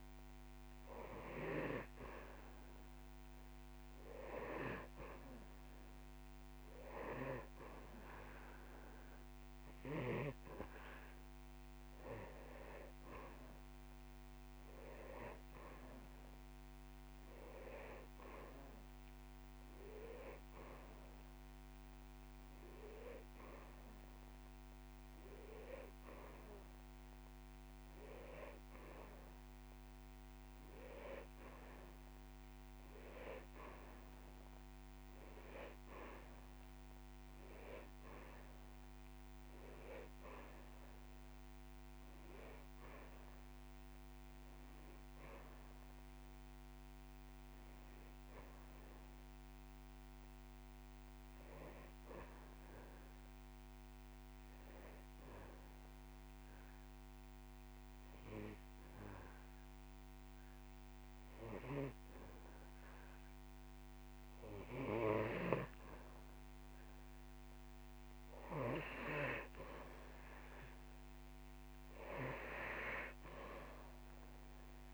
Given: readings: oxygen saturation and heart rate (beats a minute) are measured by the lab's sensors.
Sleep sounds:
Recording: breathing in sleep by a microphone on the trachea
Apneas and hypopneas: 1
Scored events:
21.00-23.00 s: long interval between heartbeats (device-marked)
46.50-50.00 s: arousal
47.00-49.00 s: long interval between heartbeats (device-marked)
55.00-66.00 s: obstructive apnea (oxygen 98% before, 93% lowest)
60.00-62.00 s: long interval between heartbeats (device-marked)
70.00-73.50 s: arousal
From the record:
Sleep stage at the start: N2 (light sleep)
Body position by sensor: on the back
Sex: male

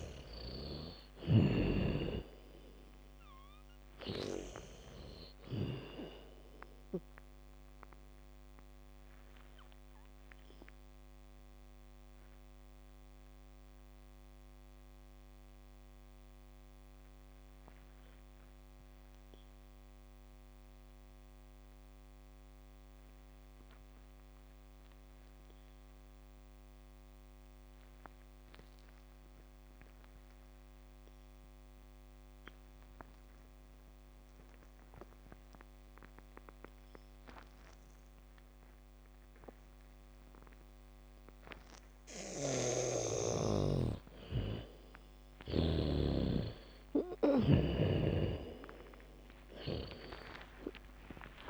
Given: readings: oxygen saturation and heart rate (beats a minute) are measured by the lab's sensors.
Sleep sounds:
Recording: breathing in sleep by a microphone on the trachea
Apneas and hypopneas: 1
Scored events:
0.00-1.50 s: arousal
0.00-2.50 s: bradycardia (device-marked, heart rate 37 extreme)
0.00-5.00 s: snoring (device-marked)
0.00-20.50 s: oxygen desaturation (device-marked, oxygen 77% lowest, heart rate 37 extreme)
9.00-42.00 s: mixed apnea (oxygen 98% before, 76% lowest, heart rate 57 before, 35 extreme, up 0 after)
31.50-51.50 s: oxygen desaturation (device-marked, oxygen 99% before, 76% lowest, heart rate 79 before, 35 extreme)
33.50-47.50 s: bradycardia (device-marked, heart rate 66 before, 47 extreme)
42.50-46.00 s: snoring (device-marked)
47.50-51.50 s: arousal
From the record:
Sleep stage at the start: N2 (light sleep)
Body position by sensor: on the back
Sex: female

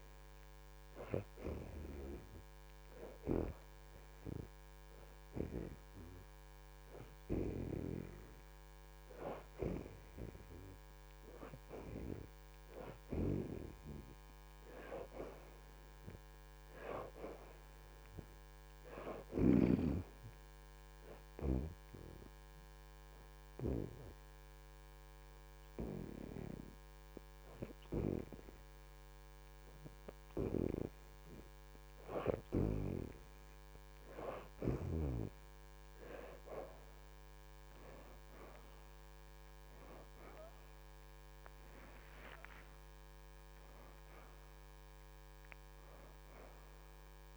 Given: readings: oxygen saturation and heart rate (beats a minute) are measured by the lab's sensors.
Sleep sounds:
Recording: breathing in sleep by a microphone on the trachea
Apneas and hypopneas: 1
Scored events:
0.00-3.50 s: arousal
7.00-38.00 s: oxygen desaturation (device-marked, oxygen 86% before, 67% lowest, heart rate 79 before, 78 extreme)
21.50-32.50 s: hypopnea (oxygen 86% before, 62% lowest, heart rate 83 before, 83 extreme, up 3 after)
37.50-41.50 s: arousal
40.00-47.37 s: oxygen desaturation (device-marked, oxygen 73% before, 62% lowest, heart rate 85 before, 77 extreme)
From the record:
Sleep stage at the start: N2 (light sleep)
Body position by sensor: on the back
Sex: female

